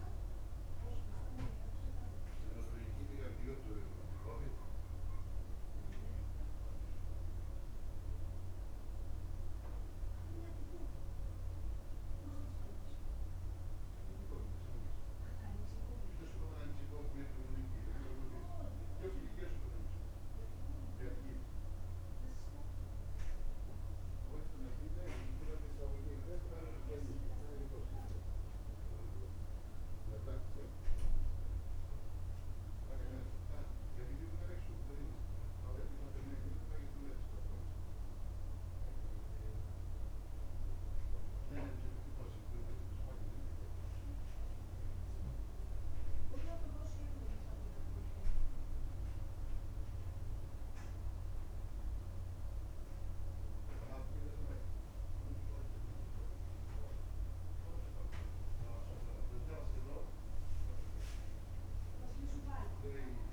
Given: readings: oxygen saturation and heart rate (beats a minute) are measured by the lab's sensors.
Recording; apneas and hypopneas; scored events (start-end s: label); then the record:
breathing in sleep by a room microphone; none
none scored
From the record:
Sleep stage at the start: N2 (light sleep); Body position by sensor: on the back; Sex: male